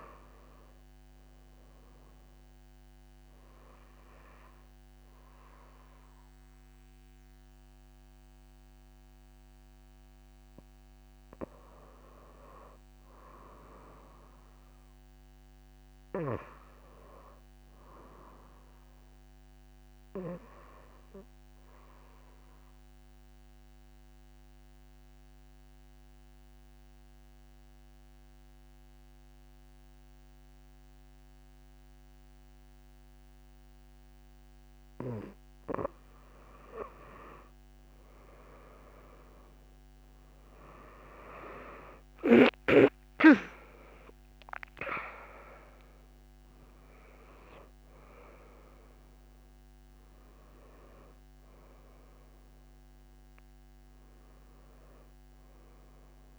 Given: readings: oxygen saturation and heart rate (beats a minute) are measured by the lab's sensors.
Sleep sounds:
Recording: breathing in sleep by a microphone on the trachea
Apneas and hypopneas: 1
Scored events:
0.00-5.50 s: oxygen desaturation (device-marked, oxygen 93% lowest)
22.50-35.00 s: obstructive apnea (oxygen 96% before, 87% lowest)
36.50-39.50 s: arousal
37.50-56.39 s: oxygen desaturation (device-marked, oxygen 95% before, 87% lowest)
From the record:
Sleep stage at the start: N2 (light sleep)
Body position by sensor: on the back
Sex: female

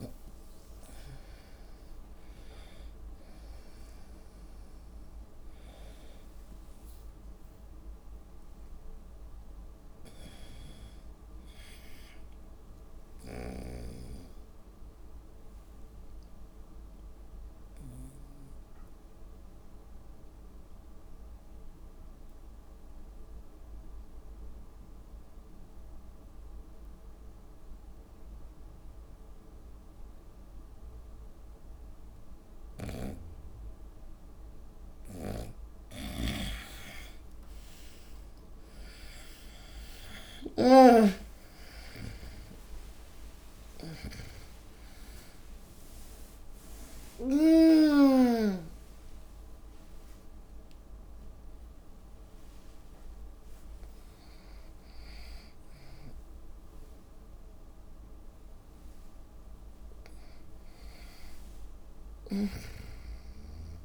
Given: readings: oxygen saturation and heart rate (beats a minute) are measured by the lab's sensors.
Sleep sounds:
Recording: breathing in sleep by a room microphone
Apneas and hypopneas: 1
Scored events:
0.00-2.50 s: oxygen desaturation (device-marked, oxygen 88% lowest, heart rate 71 extreme)
8.00-10.00 s: long interval between heartbeats (device-marked, heart rate 74 before, 80 extreme)
9.50-13.50 s: arousal
15.50-33.50 s: obstructive apnea (oxygen 98% before, 90% lowest, heart rate 79 before, 69 extreme, up 35 after)
30.50-63.50 s: oxygen desaturation (device-marked, oxygen 97% before, 90% lowest, heart rate 75 before, 67 extreme)
33.00-49.00 s: snoring (device-marked)
35.50-41.50 s: tachycardia (device-marked, heart rate 73 before, 104 extreme)
36.50-38.50 s: long interval between heartbeats (device-marked, heart rate 71 before, 82 extreme)
37.00-42.00 s: arousal
39.00-41.00 s: long interval between heartbeats (device-marked, heart rate 72 before, 101 extreme)
42.50-56.50 s: tachycardia (device-marked, heart rate 74 before, 143 extreme)
44.50-46.50 s: long interval between heartbeats (device-marked, heart rate 81 before, 95 extreme)
47.50-49.50 s: long interval between heartbeats (device-marked, heart rate 86 before, 108 extreme)
51.00-53.00 s: long interval between heartbeats (device-marked, heart rate 92 before, 127 extreme)
53.00-55.00 s: long interval between heartbeats (device-marked, heart rate 98 before, 134 extreme)
62.50-63.85 s: snoring (device-marked)
From the record:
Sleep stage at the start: N2 (light sleep)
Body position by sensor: on the back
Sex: female

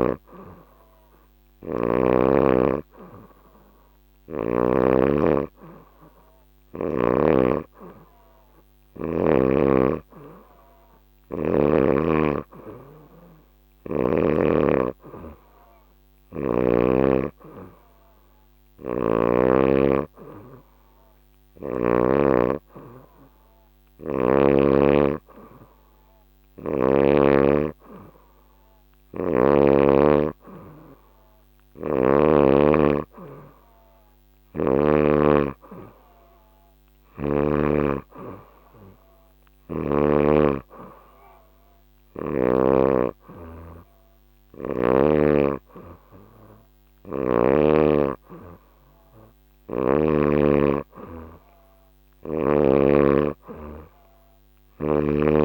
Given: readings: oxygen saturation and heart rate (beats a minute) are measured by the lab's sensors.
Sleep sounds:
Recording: breathing in sleep by a microphone on the trachea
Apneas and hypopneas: none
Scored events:
1.00-4.50 s: snoring (device-marked)
2.00-55.45 s: new sleep stage, N3 (deep sleep)
46.50-50.00 s: snoring (device-marked)
From the record:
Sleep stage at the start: N2 (light sleep)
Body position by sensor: on the back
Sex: female

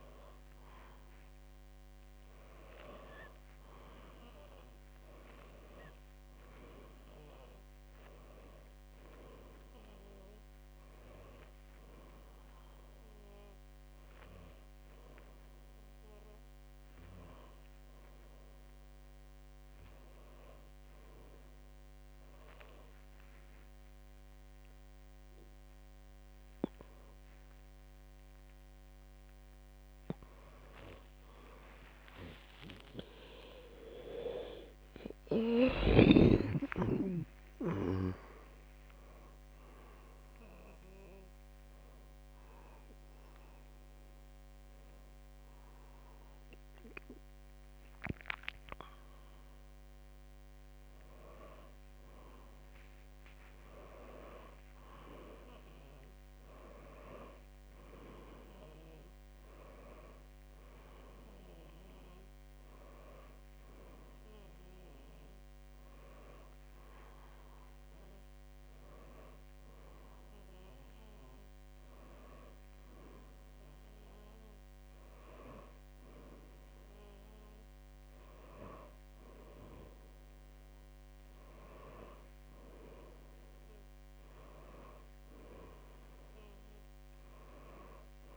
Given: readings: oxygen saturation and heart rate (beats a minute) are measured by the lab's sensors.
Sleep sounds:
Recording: a person awake in a sleep study, by a microphone on the trachea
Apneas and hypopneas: none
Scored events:
55.00-85.00 s: new sleep stage, N1 (lightest sleep)
85.00-88.37 s: new sleep stage, N2 (light sleep)
From the record:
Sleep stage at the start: awake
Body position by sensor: on the back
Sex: female

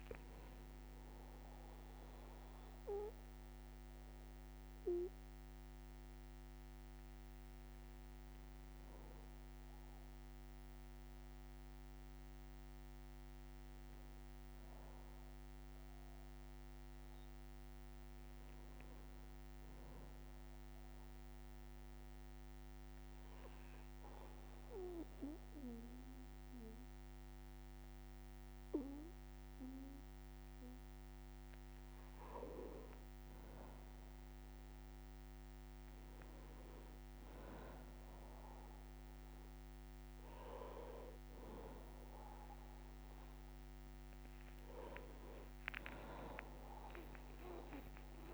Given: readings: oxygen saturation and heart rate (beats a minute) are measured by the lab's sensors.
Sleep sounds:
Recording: breathing in sleep by a microphone on the trachea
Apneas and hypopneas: 1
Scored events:
0.00-9.50 s: oxygen desaturation (device-marked, oxygen 94% lowest, heart rate 60 extreme)
4.50-48.34 s: new sleep stage, N2 (light sleep)
12.50-16.50 s: arousal
20.00-32.00 s: obstructive apnea (oxygen 99% before, 95% lowest, heart rate 62 before, 61 extreme, up 2 after)
45.50-48.34 s: arousal
From the record:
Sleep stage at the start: N1 (lightest sleep)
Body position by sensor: on the back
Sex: male

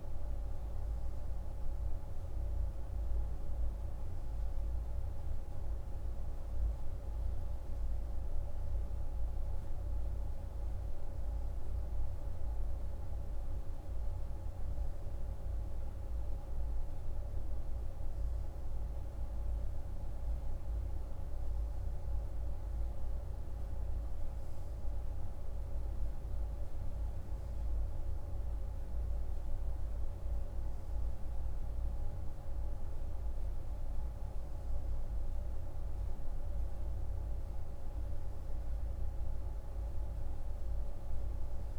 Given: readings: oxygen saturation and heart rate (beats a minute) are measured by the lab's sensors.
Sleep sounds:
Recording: breathing in sleep, hard to hear, by a room microphone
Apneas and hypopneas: none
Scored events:
none scored
From the record:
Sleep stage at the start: N2 (light sleep)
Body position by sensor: on the right side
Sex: male

